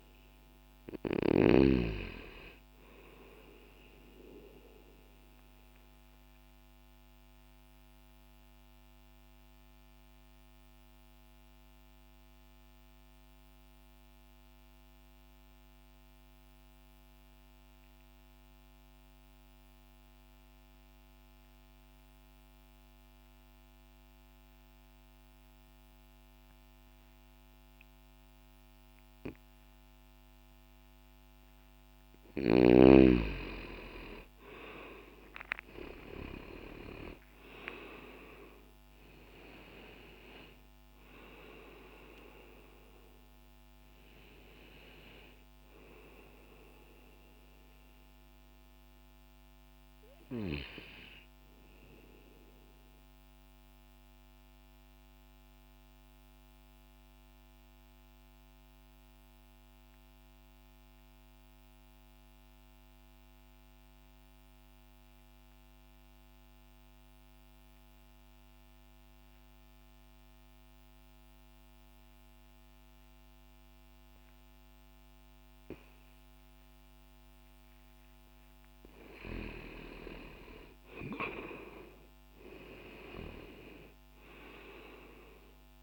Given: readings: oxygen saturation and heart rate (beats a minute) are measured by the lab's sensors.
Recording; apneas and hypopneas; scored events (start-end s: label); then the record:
breathing in sleep by a microphone on the trachea; 2
1.00-25.00 s: oxygen desaturation (device-marked, oxygen 99% before, 89% lowest, heart rate 60 before, 60 extreme)
3.50-30.50 s: obstructive apnea (oxygen 99% before, 86% lowest, heart rate 60 before, 60 extreme, up 0 after)
32.00-35.50 s: arousal
51.50-77.00 s: mixed apnea (oxygen 96% before, 84% lowest, heart rate 61 before, 60 extreme, up 0 after)
55.00-69.00 s: oxygen desaturation (device-marked, oxygen 93% before, 86% lowest, heart rate 61 before, 60 extreme)
76.00-85.83 s: oxygen desaturation (device-marked, oxygen 97% before, 84% lowest, heart rate 60 before, 60 extreme)
79.00-83.00 s: arousal
From the record:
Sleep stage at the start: N2 (light sleep); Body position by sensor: on the left side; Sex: male